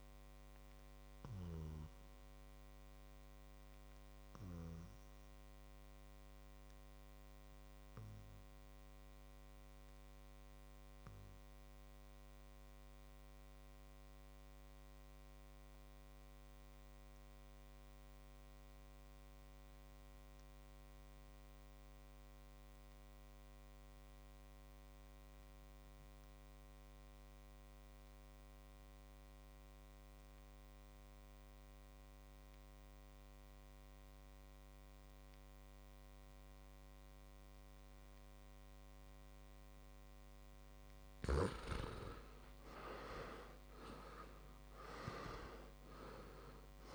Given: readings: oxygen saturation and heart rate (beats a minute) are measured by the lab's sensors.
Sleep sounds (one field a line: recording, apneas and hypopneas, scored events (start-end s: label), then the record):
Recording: breathing in sleep by a microphone on the trachea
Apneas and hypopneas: 1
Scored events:
0.00-16.50 s: oxygen desaturation (device-marked, oxygen 82% lowest, heart rate 53 extreme)
1.50-40.50 s: obstructive apnea (oxygen 100% before, 82% lowest, heart rate 60 before, 53 extreme, up 18 after)
41.50-45.50 s: arousal
41.50-46.95 s: oxygen desaturation (device-marked, oxygen 96% before, 83% lowest, heart rate 55 before, 54 extreme)
From the record:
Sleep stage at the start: REM sleep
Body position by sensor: on the back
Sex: male